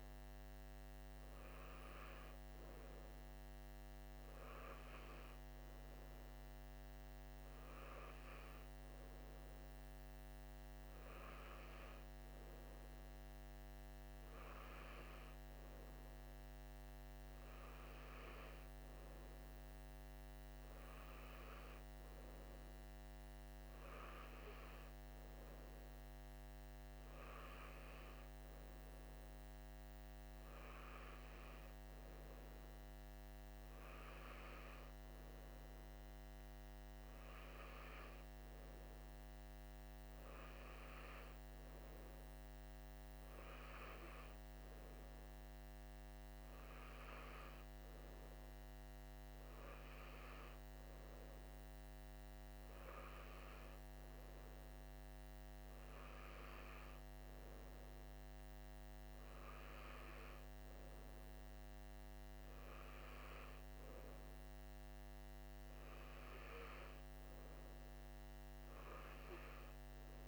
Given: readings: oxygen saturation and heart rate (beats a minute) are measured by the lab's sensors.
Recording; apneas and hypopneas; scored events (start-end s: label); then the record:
breathing in sleep, hard to hear, by a microphone on the trachea; none
none scored
From the record:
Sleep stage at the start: N3 (deep sleep); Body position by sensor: on the right side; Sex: male